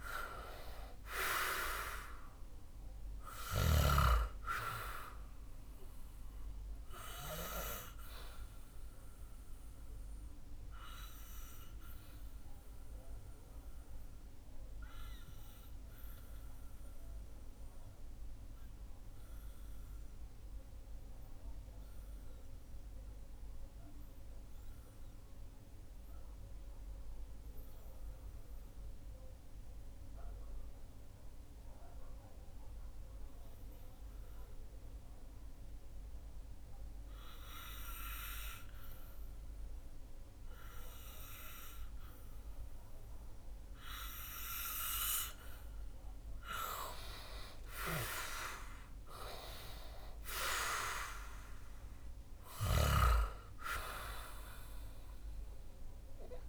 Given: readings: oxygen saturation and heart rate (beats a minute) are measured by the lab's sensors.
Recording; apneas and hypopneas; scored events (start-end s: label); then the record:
breathing in sleep by a room microphone; 1
0.00-2.00 s: arousal
0.00-9.50 s: oxygen desaturation (device-marked, oxygen 92% lowest, heart rate 59 extreme)
10.50-43.50 s: obstructive apnea (oxygen 96% before, 91% lowest, heart rate 65 before, 59 extreme, up 5 after)
46.00-50.00 s: arousal
47.50-56.48 s: oxygen desaturation (device-marked, oxygen 96% before, 91% lowest, heart rate 64 before, 60 extreme)
From the record:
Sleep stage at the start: N2 (light sleep); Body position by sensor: on the back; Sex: male